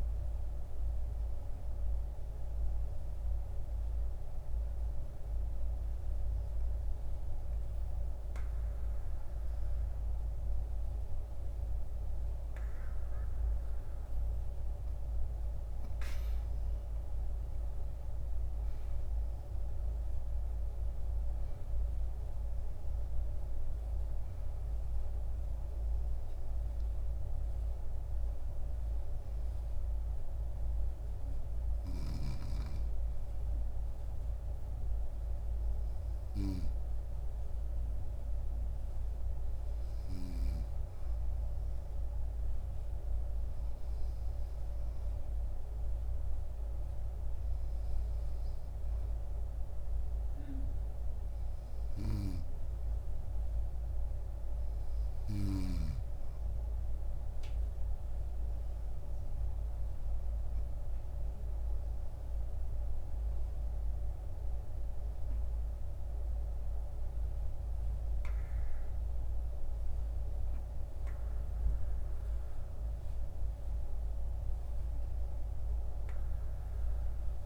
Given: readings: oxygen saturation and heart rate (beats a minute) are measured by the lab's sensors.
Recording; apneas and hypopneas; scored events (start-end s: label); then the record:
breathing in sleep, hard to hear, by a room microphone; 1
1.00-13.50 s: hypopnea (oxygen 95% before, 93% lowest, heart rate 76 before, 73 extreme, up 8 after)
17.50-22.50 s: arousal
From the record:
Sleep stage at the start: N2 (light sleep); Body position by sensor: on the right side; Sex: female